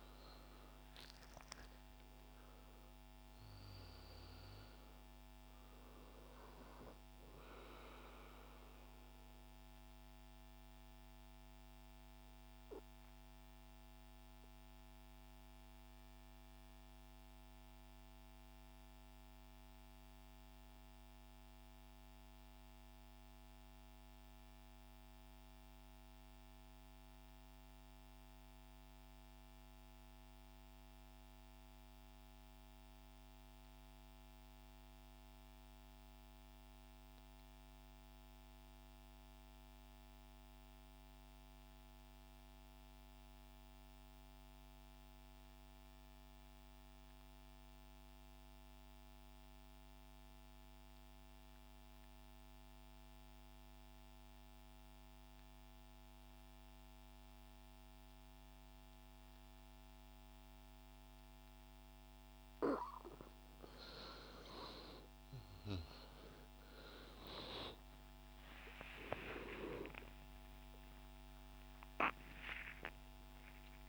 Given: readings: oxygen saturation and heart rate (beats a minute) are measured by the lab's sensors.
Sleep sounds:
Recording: breathing in sleep by a microphone on the trachea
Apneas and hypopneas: 1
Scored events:
0.00-1.50 s: arousal
0.00-21.00 s: oxygen desaturation (device-marked, oxygen 89% lowest, heart rate 60 extreme)
8.00-62.50 s: mixed apnea (oxygen 96% before, 86% lowest, heart rate 78 before, 28 extreme, up 26 after)
42.00-73.89 s: oxygen desaturation (device-marked, oxygen 98% before, 87% lowest)
69.00-73.89 s: arousal
From the record:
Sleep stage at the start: N2 (light sleep)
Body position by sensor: on the right side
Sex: male

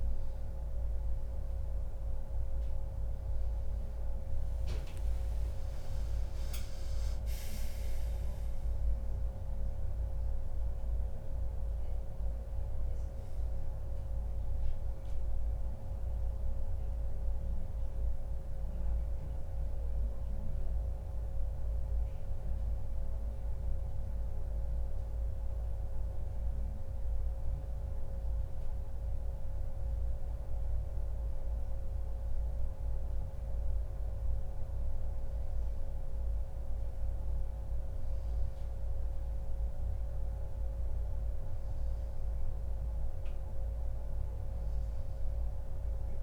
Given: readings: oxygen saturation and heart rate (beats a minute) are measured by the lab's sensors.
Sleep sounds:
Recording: breathing in sleep, hard to hear, by a room microphone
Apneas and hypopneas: none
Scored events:
5.00-8.50 s: arousal
From the record:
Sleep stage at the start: N1 (lightest sleep)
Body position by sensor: on the back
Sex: male

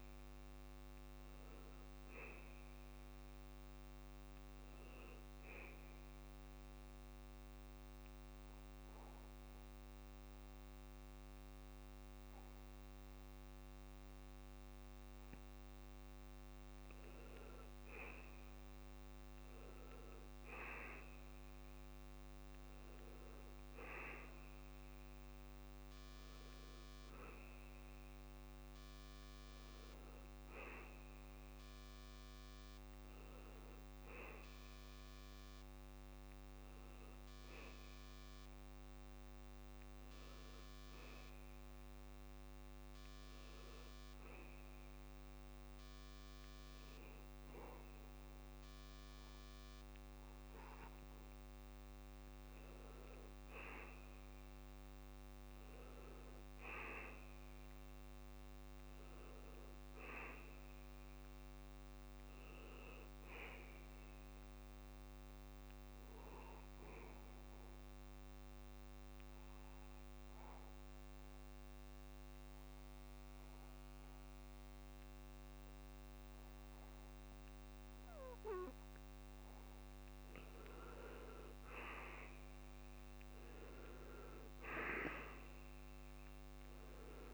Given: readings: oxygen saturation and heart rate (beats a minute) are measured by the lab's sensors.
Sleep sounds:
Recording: breathing in sleep by a microphone on the trachea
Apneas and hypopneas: 3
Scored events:
0.00-11.00 s: oxygen desaturation (device-marked, oxygen 90% lowest, heart rate 68 extreme)
5.50-16.50 s: obstructive apnea (oxygen 97% before, 90% lowest, heart rate 72 before, 67 extreme, up 12 after)
19.50-24.00 s: arousal
27.00-40.00 s: oxygen desaturation (device-marked, oxygen 96% before, 92% lowest, heart rate 72 before, 67 extreme)
38.00-50.50 s: hypopnea (oxygen 96% before, 86% lowest, heart rate 72 before, 66 extreme, up 13 after)
51.50-56.00 s: arousal
59.00-75.00 s: oxygen desaturation (device-marked, oxygen 95% before, 91% lowest, heart rate 82 before, 66 extreme)
67.50-79.50 s: mixed apnea (oxygen 95% before, 86% lowest, heart rate 76 before, 66 extreme, up 4 after)
82.50-86.50 s: arousal
86.00-87.34 s: oxygen desaturation (device-marked, oxygen 94% before, 86% lowest, heart rate 67 before, 66 extreme)
From the record:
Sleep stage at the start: N2 (light sleep)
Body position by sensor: on the back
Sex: male

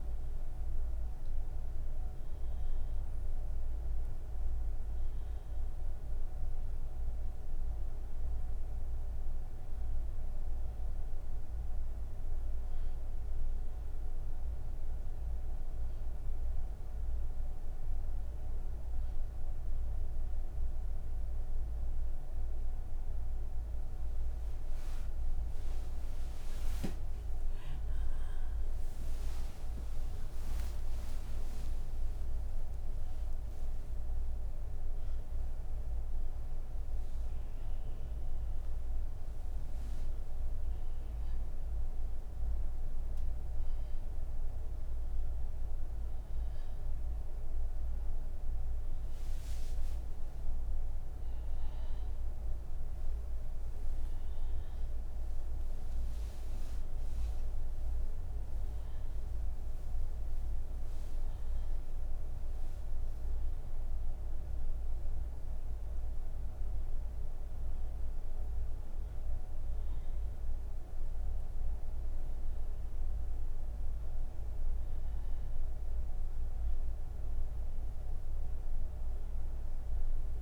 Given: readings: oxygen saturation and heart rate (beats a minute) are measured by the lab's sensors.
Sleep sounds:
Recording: breathing in sleep, hard to hear, by a room microphone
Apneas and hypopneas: 1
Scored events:
13.50-23.50 s: obstructive apnea (oxygen 98% before, 95% lowest, heart rate 61 before, 51 extreme, up 47 after)
70.00-80.42 s: oxygen desaturation (device-marked, oxygen 98% before, 95% lowest, heart rate 80 before, 25 extreme)
From the record:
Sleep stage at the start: N3 (deep sleep)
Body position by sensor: on the back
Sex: female

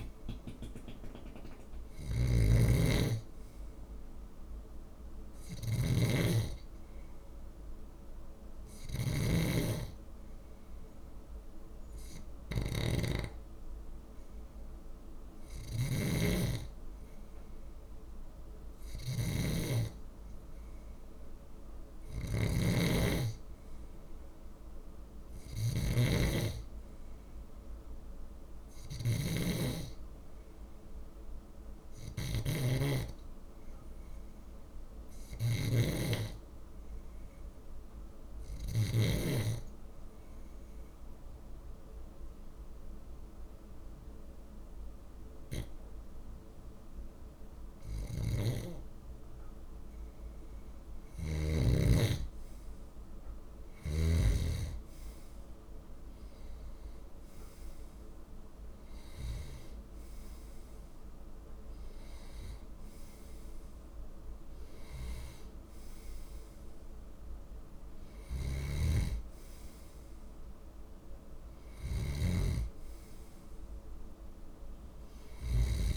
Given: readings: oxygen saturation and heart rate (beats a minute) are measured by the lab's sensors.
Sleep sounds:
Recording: breathing in sleep by a room microphone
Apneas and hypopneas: 1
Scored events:
0.00-38.50 s: snoring (device-marked)
39.50-51.50 s: obstructive apnea (oxygen 95% before, 93% lowest, heart rate 51 before, 51 extreme, up 3 after)
47.50-54.00 s: snoring (device-marked)
53.50-56.00 s: arousal
68.00-75.96 s: snoring (device-marked)
From the record:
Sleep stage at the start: N2 (light sleep)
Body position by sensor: on the left side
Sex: male

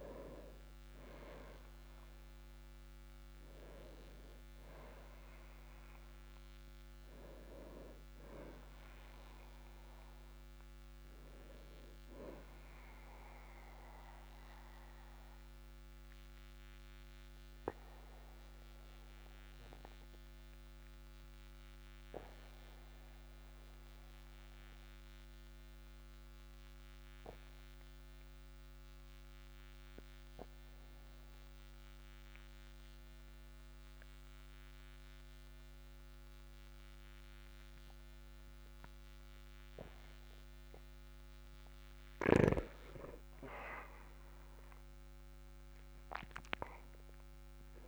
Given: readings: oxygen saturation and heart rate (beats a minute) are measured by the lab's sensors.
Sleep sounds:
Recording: breathing in sleep by a microphone on the trachea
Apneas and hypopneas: 1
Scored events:
14.50-41.50 s: obstructive apnea (oxygen 98% before, 95% lowest, heart rate 49 before, 41 extreme, up 8 after)
44.50-47.88 s: arousal
From the record:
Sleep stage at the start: N2 (light sleep)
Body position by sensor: on the back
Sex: male

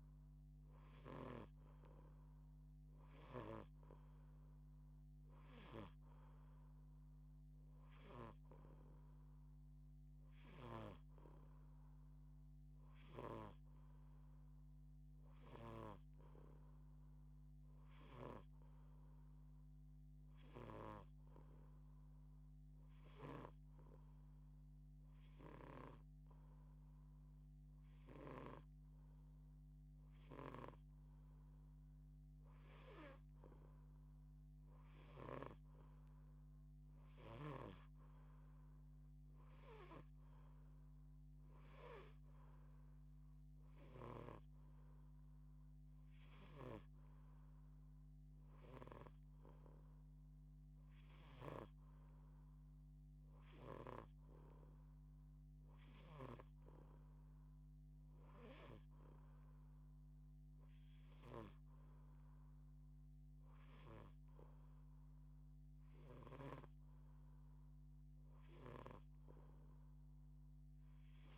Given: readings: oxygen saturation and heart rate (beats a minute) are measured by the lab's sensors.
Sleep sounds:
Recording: breathing in sleep by a microphone on the trachea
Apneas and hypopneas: 1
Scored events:
0.50-5.50 s: snoring (device-marked)
22.00-32.50 s: hypopnea (oxygen 89% before, 85% lowest, heart rate 190 before, 94 extreme, up 41 after)
30.00-35.00 s: snoring (device-marked)
34.00-38.00 s: arousal
37.00-51.00 s: snoring (device-marked)
38.00-55.00 s: oxygen desaturation (device-marked, oxygen 88% before, 85% lowest, heart rate 188 before, 75 extreme)
60.50-66.00 s: snoring (device-marked)
From the record:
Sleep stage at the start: N2 (light sleep)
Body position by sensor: on the back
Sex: female

